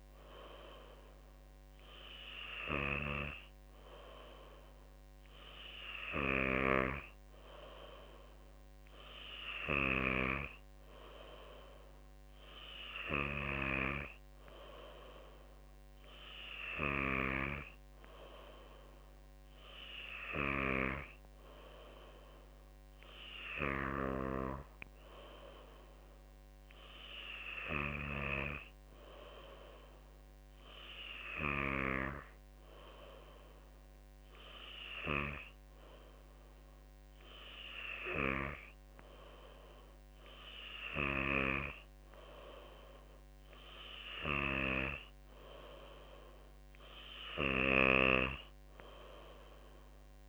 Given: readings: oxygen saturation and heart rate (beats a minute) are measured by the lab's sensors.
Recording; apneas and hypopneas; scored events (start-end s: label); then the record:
breathing in sleep by a microphone on the trachea; none
none scored
From the record:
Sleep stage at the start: N3 (deep sleep); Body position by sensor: on the back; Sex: female